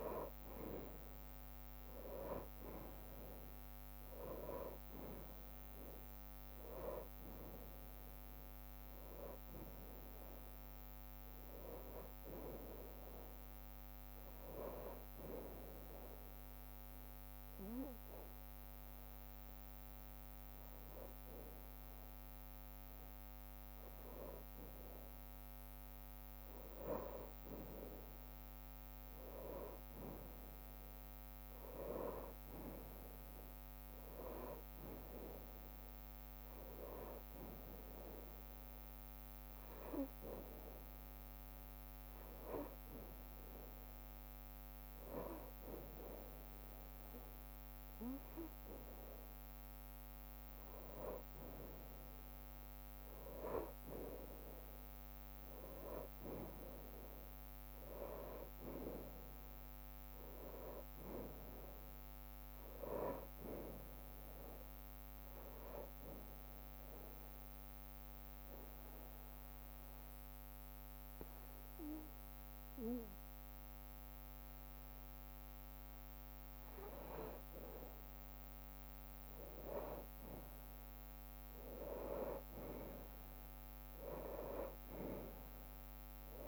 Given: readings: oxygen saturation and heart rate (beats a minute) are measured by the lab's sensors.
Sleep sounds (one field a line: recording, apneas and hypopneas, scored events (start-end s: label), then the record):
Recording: breathing in sleep by a microphone on the trachea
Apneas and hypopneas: 3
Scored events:
0.00-1.50 s: arousal
0.00-3.50 s: bradycardia (device-marked, heart rate 49 extreme)
9.50-11.50 s: long interval between heartbeats (device-marked, heart rate 59 before, 67 extreme)
12.50-14.50 s: bradycardia (device-marked, heart rate 67 before, 63 extreme)
15.00-26.00 s: hypopnea (oxygen 96% before, 94% lowest, heart rate 61 before, 51 extreme, up 1 after)
27.50-33.50 s: bradycardia (device-marked, heart rate 67 before, 55 extreme)
28.50-32.00 s: arousal
35.50-69.50 s: bradycardia (device-marked, heart rate 67 before, 50 extreme)
39.50-50.50 s: hypopnea (oxygen 96% before, 92% lowest, heart rate 59 before, 50 extreme, up 7 after)
56.00-60.00 s: arousal
66.00-77.00 s: obstructive apnea (oxygen 95% before, 92% lowest, heart rate 55 before, 44 extreme, up 5 after)
77.50-85.50 s: bradycardia (device-marked, heart rate 67 before, 48 extreme)
82.50-86.48 s: arousal
From the record:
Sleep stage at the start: N2 (light sleep)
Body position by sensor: on the back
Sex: male